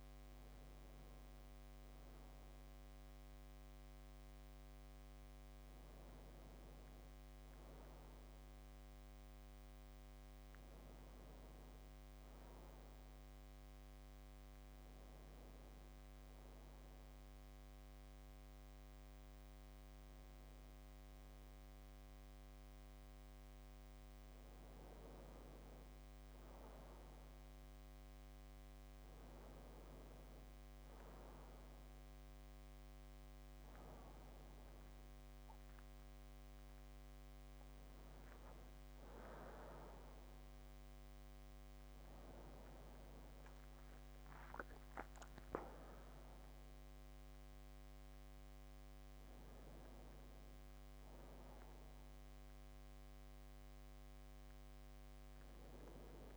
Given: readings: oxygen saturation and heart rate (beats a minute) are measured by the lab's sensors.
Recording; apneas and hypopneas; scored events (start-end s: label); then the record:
breathing in sleep by a microphone on the trachea; none
none scored
From the record:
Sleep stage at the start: N2 (light sleep); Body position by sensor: on the back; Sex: male